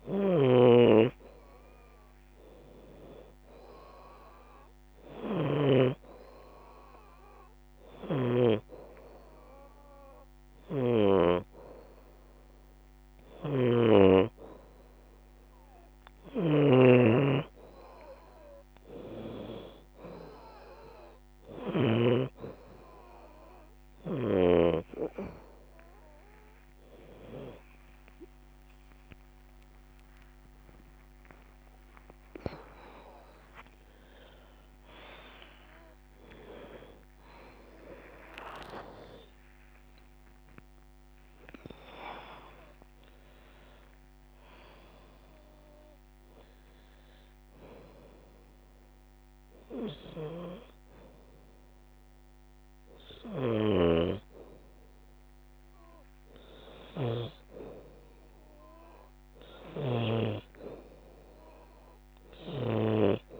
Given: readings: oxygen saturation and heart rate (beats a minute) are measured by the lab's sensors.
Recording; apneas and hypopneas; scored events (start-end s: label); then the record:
a person partly awake in a sleep study, by a microphone on the trachea; none
14.50-44.50 s: new sleep stage, awake
22.50-31.50 s: drop in pulse transit time (device-marked, heart rate 87 before, 90 extreme)
25.50-37.50 s: oxygen desaturation (device-marked, oxygen 92% before, 89% lowest, heart rate 88 before, 85 extreme)
30.50-32.50 s: long interval between heartbeats (device-marked, heart rate 89 before, 108 extreme)
34.50-36.50 s: long interval between heartbeats (device-marked, heart rate 93 before, 109 extreme)
40.50-42.50 s: long interval between heartbeats (device-marked, heart rate 98 before, 115 extreme)
44.50-63.40 s: new sleep stage, N1 (lightest sleep)
From the record:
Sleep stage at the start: N2 (light sleep); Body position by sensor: upright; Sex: female